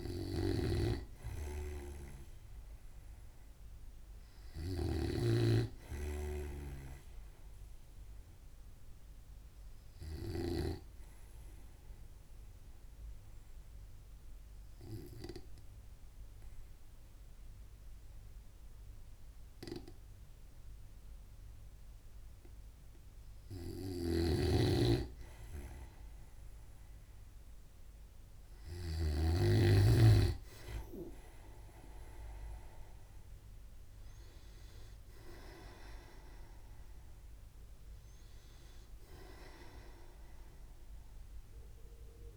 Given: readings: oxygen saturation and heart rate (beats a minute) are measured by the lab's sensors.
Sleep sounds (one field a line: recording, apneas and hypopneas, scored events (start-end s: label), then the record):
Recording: breathing in sleep by a room microphone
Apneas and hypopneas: 1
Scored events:
0.00-11.50 s: snoring (device-marked)
12.50-25.00 s: obstructive apnea (oxygen 96% before, 94% lowest, heart rate 64 before, 62 extreme, up 1 after)
24.50-30.00 s: snoring (device-marked)
31.50-36.00 s: arousal
From the record:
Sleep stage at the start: N2 (light sleep)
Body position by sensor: on the right side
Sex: male